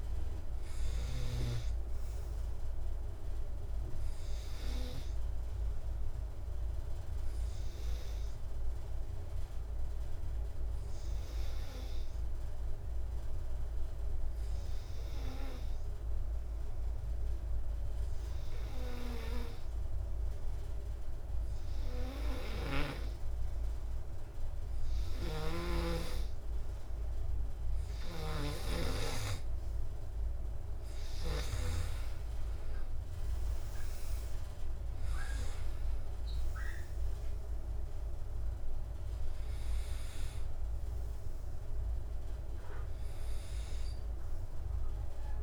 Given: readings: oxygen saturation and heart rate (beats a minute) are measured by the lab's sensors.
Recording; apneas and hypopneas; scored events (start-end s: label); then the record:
breathing in sleep by a room microphone; 1
0.00-16.50 s: oxygen desaturation (device-marked, oxygen 89% lowest)
2.50-28.00 s: obstructive apnea (oxygen 97% before, 89% lowest)
28.50-45.43 s: oxygen desaturation (device-marked, oxygen 98% before, 90% lowest)
31.50-36.00 s: arousal
From the record:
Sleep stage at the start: N2 (light sleep); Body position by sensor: on the back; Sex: male